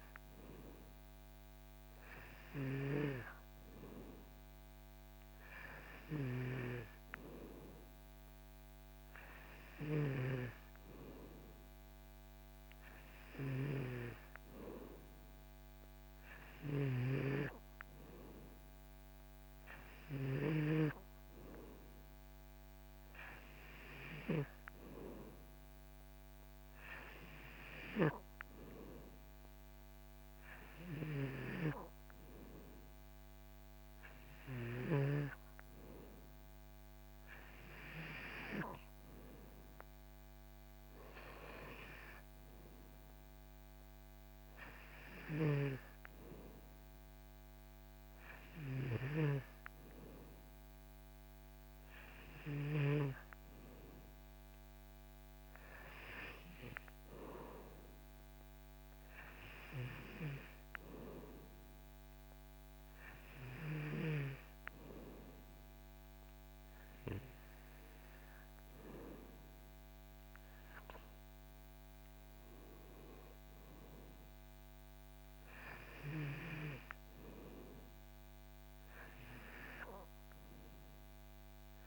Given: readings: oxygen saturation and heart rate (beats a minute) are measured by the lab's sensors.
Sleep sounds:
breathing in sleep by a microphone on the trachea; none
none scored
From the record:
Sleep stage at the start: N2 (light sleep); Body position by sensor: on the back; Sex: male

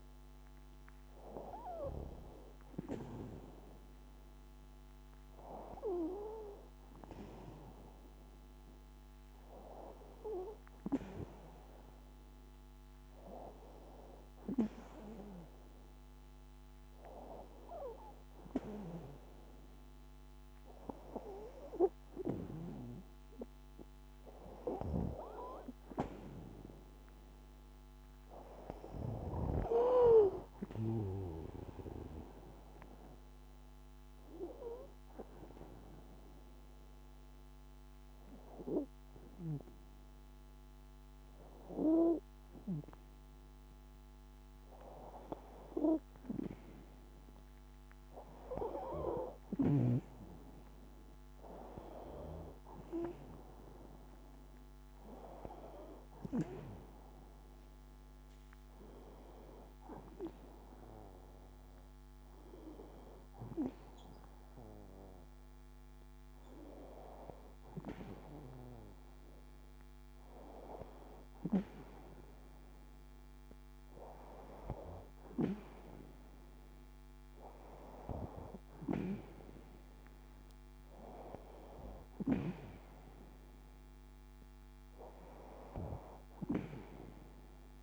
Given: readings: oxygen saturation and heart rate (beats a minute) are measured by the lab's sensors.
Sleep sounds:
a person partly awake in a sleep study, by a microphone on the trachea; 1
11.00-41.00 s: new sleep stage, N1 (lightest sleep)
35.50-46.50 s: obstructive apnea (oxygen 96% before, 93% lowest, heart rate 67 before, 59 extreme, up 60 after)
41.00-87.83 s: new sleep stage, N2 (light sleep)
50.50-54.50 s: arousal
63.00-75.00 s: oxygen desaturation (device-marked, oxygen 96% before, 93% lowest, heart rate 78 before, 59 extreme)
78.00-82.50 s: arousal
From the record:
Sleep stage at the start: awake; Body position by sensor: on the back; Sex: female

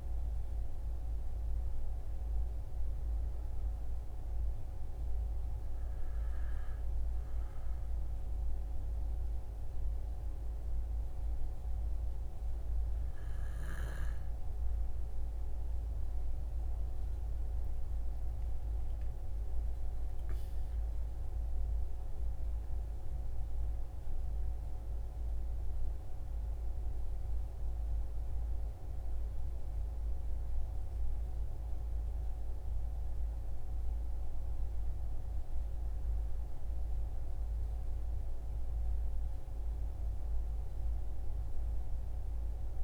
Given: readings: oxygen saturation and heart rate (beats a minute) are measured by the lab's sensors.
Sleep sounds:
breathing in sleep, hard to hear, by a room microphone; none
16.50-20.50 s: arousal
From the record:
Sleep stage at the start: N2 (light sleep); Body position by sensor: on the right side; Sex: male

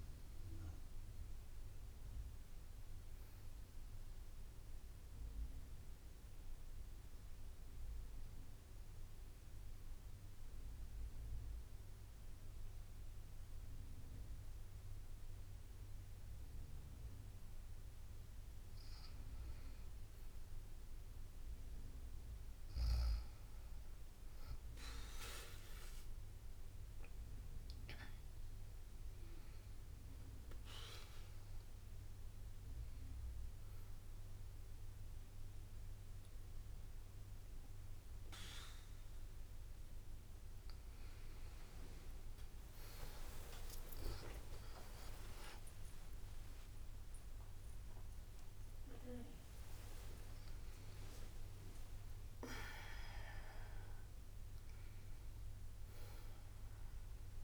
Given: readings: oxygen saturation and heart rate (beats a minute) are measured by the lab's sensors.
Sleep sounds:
breathing in sleep by a room microphone; 1
0.00-11.00 s: oxygen desaturation (device-marked, oxygen 91% lowest, heart rate 59 extreme)
7.00-17.50 s: central apnea (oxygen 96% before, 91% lowest, heart rate 63 before, 59 extreme, up 4 after)
8.00-11.00 s: bradycardia (device-marked, heart rate 69 before, 60 extreme)
20.50-24.50 s: arousal
25.00-35.00 s: drop in pulse transit time (device-marked, heart rate 61 before, 62 extreme)
43.00-50.00 s: tachycardia (device-marked, heart rate 69 before, 128 extreme)
43.00-57.44 s: new sleep stage, N1 (lightest sleep)
45.00-49.50 s: arousal
45.50-47.50 s: long interval between heartbeats (device-marked, heart rate 64 before, 85 extreme)
48.00-50.00 s: long interval between heartbeats (device-marked, heart rate 70 before, 119 extreme)
48.00-57.44 s: drop in pulse transit time (device-marked, heart rate 70 before, 71 extreme)
From the record:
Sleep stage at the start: N2 (light sleep); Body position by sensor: on the back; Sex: female

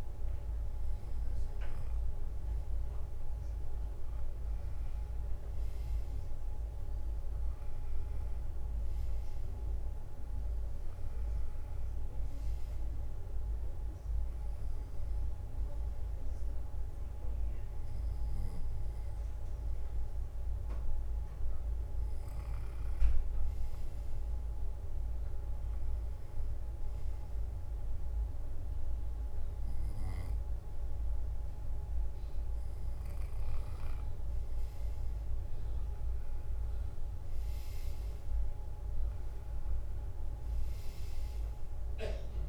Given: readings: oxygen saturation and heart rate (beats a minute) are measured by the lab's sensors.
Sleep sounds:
breathing in sleep, hard to hear, by a room microphone; none
37.00-42.49 s: drop in pulse transit time (device-marked, heart rate 64 before, 64 extreme)
From the record:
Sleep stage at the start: N2 (light sleep); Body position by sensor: on the left side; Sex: male

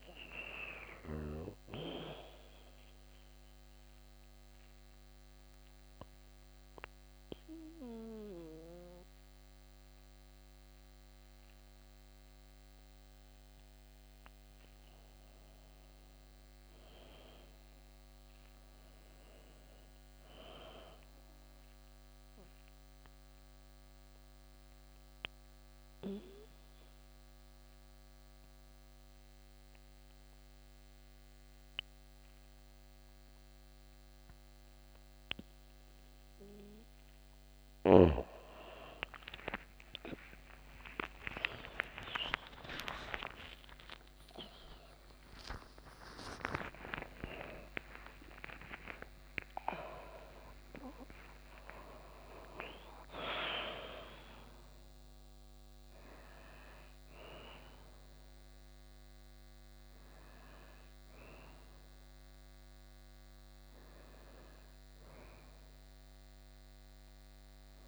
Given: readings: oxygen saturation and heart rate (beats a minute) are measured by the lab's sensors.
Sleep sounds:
a person partly awake in a sleep study, by a microphone on the trachea; 2
0.00-15.50 s: oxygen desaturation (device-marked, oxygen 87% lowest, heart rate 74 extreme)
1.50-13.00 s: obstructive apnea (oxygen 95% before, 85% lowest, heart rate 78 before, 74 extreme, up 1 after)
15.50-19.50 s: arousal
21.50-36.50 s: obstructive apnea (oxygen 97% before, 85% lowest, heart rate 78 before, 73 extreme, up 48 after)
26.50-35.50 s: oxygen desaturation (device-marked, oxygen 97% before, 90% lowest, heart rate 78 before, 73 extreme)
30.50-60.50 s: new sleep stage, awake
44.50-51.50 s: oxygen desaturation (device-marked, oxygen 96% before, 87% lowest, heart rate 85 before, 73 extreme)
57.50-65.50 s: oxygen desaturation (device-marked, oxygen 92% before, 85% lowest, heart rate 101 before, 79 extreme)
60.50-67.88 s: new sleep stage, N1 (lightest sleep)
From the record:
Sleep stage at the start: N2 (light sleep); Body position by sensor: on the back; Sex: female

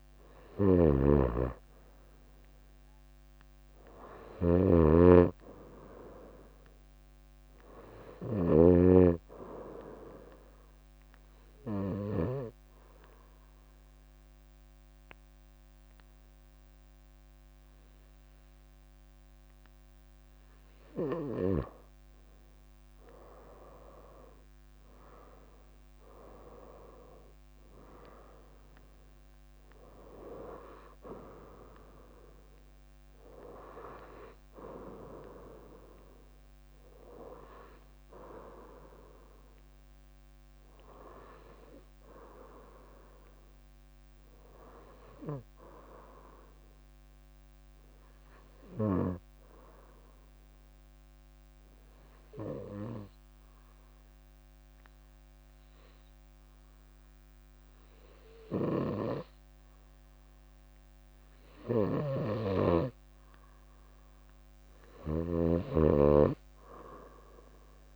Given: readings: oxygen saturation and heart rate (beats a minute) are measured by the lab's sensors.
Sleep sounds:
breathing in sleep by a microphone on the trachea; 2
0.00-12.00 s: snoring (device-marked)
1.50-15.50 s: oxygen desaturation (device-marked, oxygen 98% before, 95% lowest, heart rate 62 before, 55 extreme)
11.50-21.50 s: obstructive apnea (oxygen 99% before, 93% lowest, heart rate 65 before, 54 extreme, up 10 after)
20.00-28.00 s: leg movement (device-marked)
24.00-28.50 s: arousal
27.50-46.50 s: oxygen desaturation (device-marked, oxygen 97% before, 94% lowest, heart rate 65 before, 54 extreme)
33.50-41.50 s: bradycardia (device-marked, heart rate 66 before, 54 extreme)
48.50-63.50 s: obstructive apnea (oxygen 99% before, 93% lowest, heart rate 62 before, 61 extreme, up 7 after)
56.50-66.50 s: leg movement (device-marked)
64.50-67.96 s: oxygen desaturation (device-marked, oxygen 99% before, 93% lowest, heart rate 63 before, 65 extreme)
64.50-67.96 s: snoring (device-marked)
66.00-67.96 s: arousal
From the record:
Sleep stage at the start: REM sleep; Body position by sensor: on the right side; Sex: female

